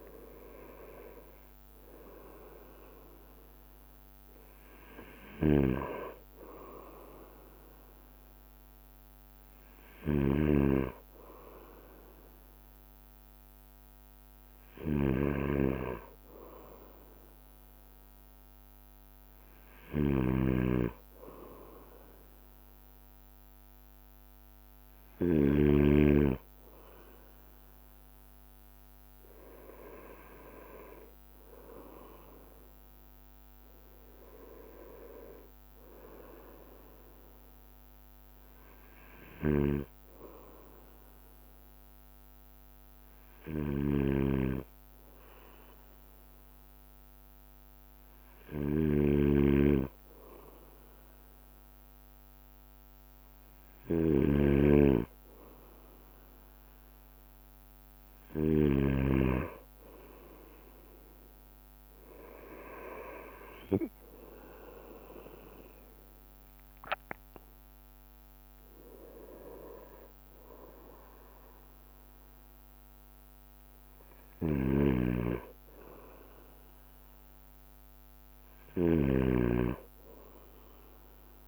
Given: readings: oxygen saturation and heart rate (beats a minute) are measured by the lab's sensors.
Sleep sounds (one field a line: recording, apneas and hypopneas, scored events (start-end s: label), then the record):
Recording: breathing in sleep by a microphone on the trachea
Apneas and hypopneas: none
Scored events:
0.00-2.00 s: long interval between heartbeats (device-marked, heart rate 47 before, 62 extreme)
0.50-12.50 s: bradycardia (device-marked, heart rate 46 before, 28 extreme)
4.50-6.50 s: long interval between heartbeats (device-marked, heart rate 52 before, 37 extreme)
5.50-26.00 s: snoring (device-marked)
15.50-17.50 s: long interval between heartbeats (device-marked, heart rate 50 before, 60 extreme)
15.50-46.50 s: bradycardia (device-marked)
20.50-22.50 s: long interval between heartbeats (device-marked, heart rate 49 before, 44 extreme)
29.00-31.00 s: long interval between heartbeats (device-marked, heart rate 45 before, 27 extreme)
30.50-42.50 s: drop in pulse transit time (device-marked)
31.00-33.00 s: long interval between heartbeats (device-marked, heart rate 44 before, 36 extreme)
36.50-38.50 s: long interval between heartbeats (device-marked)
40.00-59.00 s: snoring (device-marked)
40.50-42.50 s: long interval between heartbeats (device-marked, heart rate 31 before, 31 extreme)
52.50-80.50 s: bradycardia (device-marked, heart rate 46 before, 26 extreme)
53.50-55.50 s: long interval between heartbeats (device-marked, heart rate 42 before, 61 extreme)
57.50-59.50 s: long interval between heartbeats (device-marked, heart rate 47 before, 43 extreme)
62.50-64.50 s: long interval between heartbeats (device-marked, heart rate 50 before, 29 extreme)
62.50-74.50 s: drop in pulse transit time (device-marked, heart rate 50 before, 26 extreme)
69.00-71.00 s: long interval between heartbeats (device-marked, heart rate 44 before, 37 extreme)
74.50-76.50 s: long interval between heartbeats (device-marked, heart rate 38 before, 44 extreme)
74.50-81.47 s: snoring (device-marked)
From the record:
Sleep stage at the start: N2 (light sleep)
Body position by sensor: on the right side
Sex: male